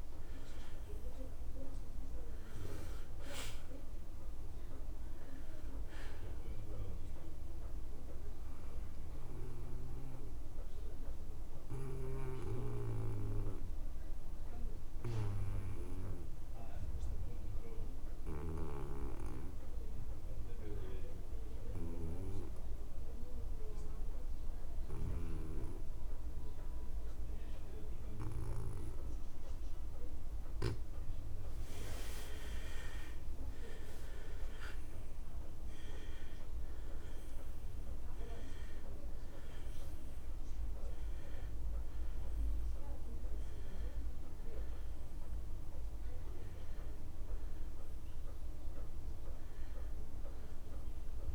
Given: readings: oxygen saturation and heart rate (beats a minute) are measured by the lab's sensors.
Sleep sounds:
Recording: breathing in sleep by a room microphone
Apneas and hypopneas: 1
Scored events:
0.00-25.50 s: oxygen desaturation (device-marked, oxygen 88% lowest)
10.50-31.50 s: obstructive apnea (oxygen 96% before, 85% lowest)
32.50-51.35 s: oxygen desaturation (device-marked, oxygen 96% before, 85% lowest)
33.50-38.50 s: arousal
From the record:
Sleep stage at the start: N2 (light sleep)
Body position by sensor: on the back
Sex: male

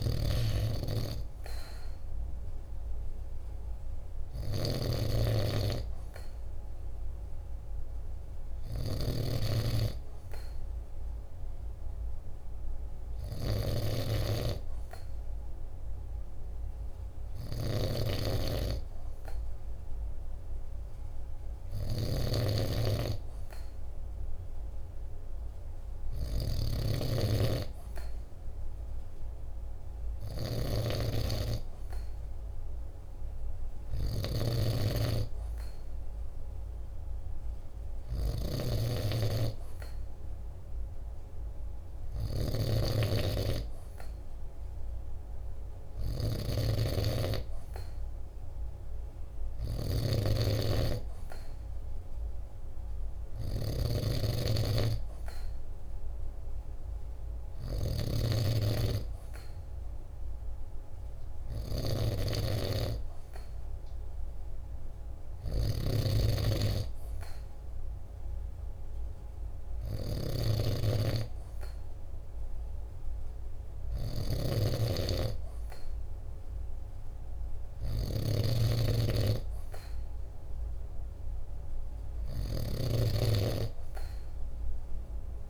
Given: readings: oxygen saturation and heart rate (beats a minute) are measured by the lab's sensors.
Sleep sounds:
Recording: breathing in sleep by a room microphone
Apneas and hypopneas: none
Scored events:
0.00-85.50 s: snoring (device-marked)
From the record:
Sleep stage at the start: N2 (light sleep)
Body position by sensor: on the right side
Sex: male

